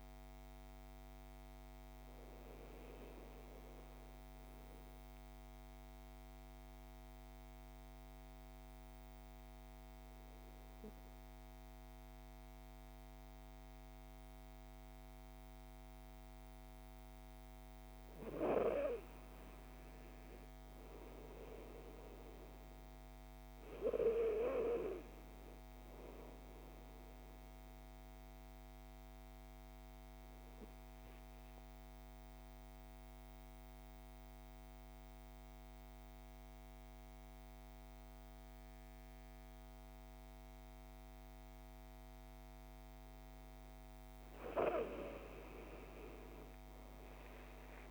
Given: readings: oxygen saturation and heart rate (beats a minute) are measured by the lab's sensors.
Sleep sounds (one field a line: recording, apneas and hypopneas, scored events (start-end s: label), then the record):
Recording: breathing in sleep by a microphone on the trachea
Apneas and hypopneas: 2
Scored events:
3.50-17.50 s: mixed apnea (oxygen 96% before, 92% lowest)
18.50-22.50 s: arousal
23.00-44.00 s: oxygen desaturation (device-marked, oxygen 96% before, 93% lowest)
27.50-43.00 s: obstructive apnea (oxygen 96% before, 92% lowest)
45.50-47.91 s: arousal
From the record:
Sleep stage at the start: N2 (light sleep)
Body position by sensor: on the back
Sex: male